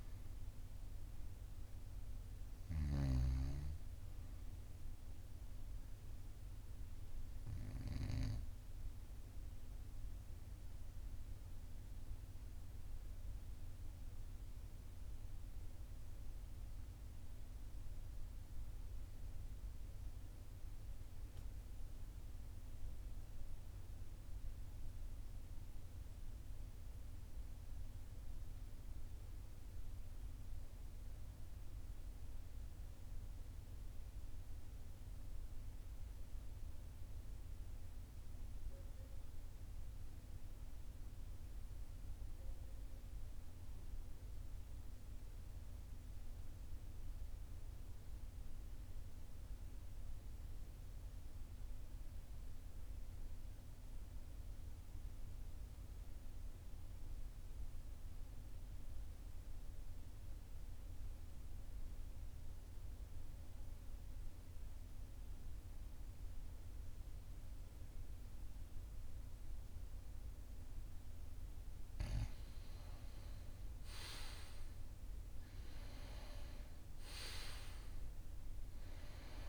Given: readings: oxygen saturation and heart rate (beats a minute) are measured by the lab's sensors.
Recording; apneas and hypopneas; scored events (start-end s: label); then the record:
breathing in sleep by a room microphone; 1
0.00-13.50 s: oxygen desaturation (device-marked, oxygen 88% lowest, heart rate 41 extreme)
11.00-71.00 s: obstructive apnea (oxygen 97% before, 81% lowest, heart rate 44 before, 41 extreme, up 8 after)
46.50-79.49 s: oxygen desaturation (device-marked, oxygen 97% before, 81% lowest, heart rate 41 before, 42 extreme)
73.00-78.50 s: arousal
From the record:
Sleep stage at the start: REM sleep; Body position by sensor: on the right side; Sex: male